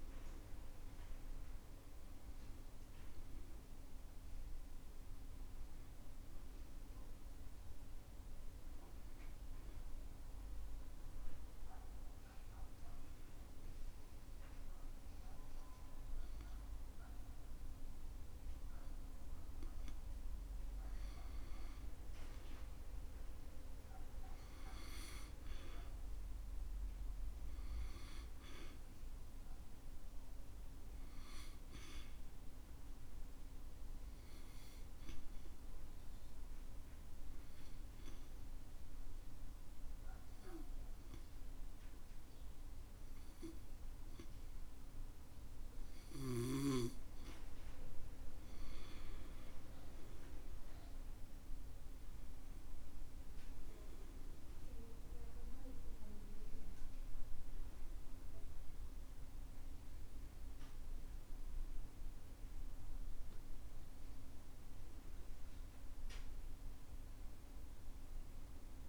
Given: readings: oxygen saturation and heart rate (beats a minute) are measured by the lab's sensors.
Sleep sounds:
breathing in sleep by a room microphone; 2
0.00-25.50 s: oxygen desaturation (device-marked, oxygen 89% lowest, heart rate 65 extreme)
11.00-21.50 s: obstructive apnea (oxygen 95% before, 89% lowest, heart rate 72 before, 65 extreme, up 5 after)
22.50-28.50 s: arousal
33.50-48.00 s: obstructive apnea (oxygen 96% before, 90% lowest, heart rate 67 before, 66 extreme, up 9 after)
49.50-53.50 s: arousal
From the record:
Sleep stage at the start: N2 (light sleep); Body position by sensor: on the back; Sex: male

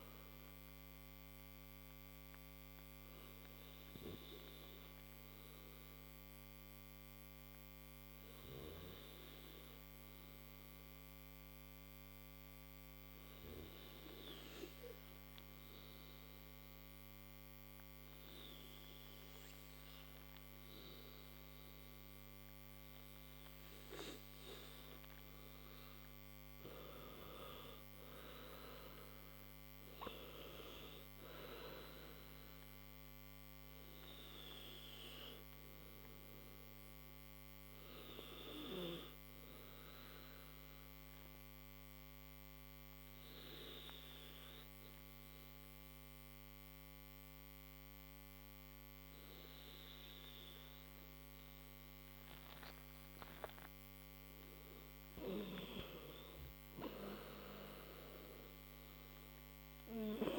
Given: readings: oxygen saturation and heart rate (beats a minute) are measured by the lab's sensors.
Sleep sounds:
breathing in sleep by a microphone on the trachea; 2
1.00-25.50 s: obstructive apnea (oxygen 96% before, 93% lowest, heart rate 85 before, 53 extreme, up 22 after)
18.50-39.50 s: oxygen desaturation (device-marked, oxygen 97% before, 93% lowest, heart rate 59 before, 58 extreme)
27.50-30.00 s: arousal
33.50-54.00 s: obstructive apnea (oxygen 97% before, 93% lowest, heart rate 66 before, 52 extreme, up 14 after)
56.50-60.00 s: arousal
From the record:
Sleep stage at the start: N2 (light sleep); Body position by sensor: on the right side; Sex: male

